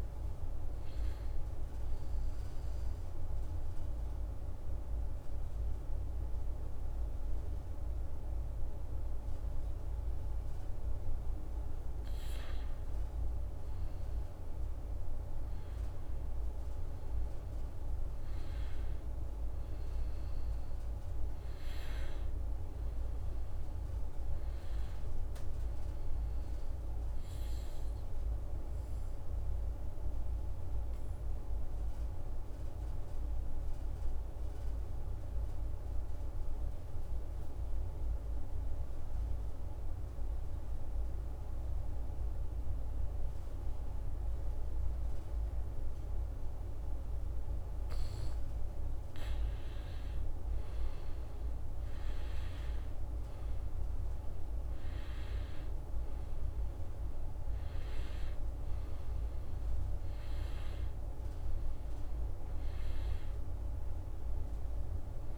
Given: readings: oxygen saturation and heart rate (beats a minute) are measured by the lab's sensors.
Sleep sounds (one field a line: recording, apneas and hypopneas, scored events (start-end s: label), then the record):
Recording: breathing in sleep, hard to hear, by a room microphone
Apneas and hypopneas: 2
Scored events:
0.00-10.50 s: oxygen desaturation (device-marked, oxygen 94% lowest, heart rate 66 extreme)
1.50-11.50 s: obstructive apnea (oxygen 98% before, 89% lowest, heart rate 68 before, 65 extreme, up 5 after)
8.50-65.38 s: new sleep stage, N2 (light sleep)
13.00-17.50 s: arousal
26.50-46.50 s: obstructive apnea (oxygen 97% before, 88% lowest, heart rate 68 before, 64 extreme, up 4 after)
48.50-65.38 s: oxygen desaturation (device-marked, oxygen 97% before, 88% lowest, heart rate 67 before, 64 extreme)
49.00-53.50 s: arousal
From the record:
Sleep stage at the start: N1 (lightest sleep)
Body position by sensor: on the back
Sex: male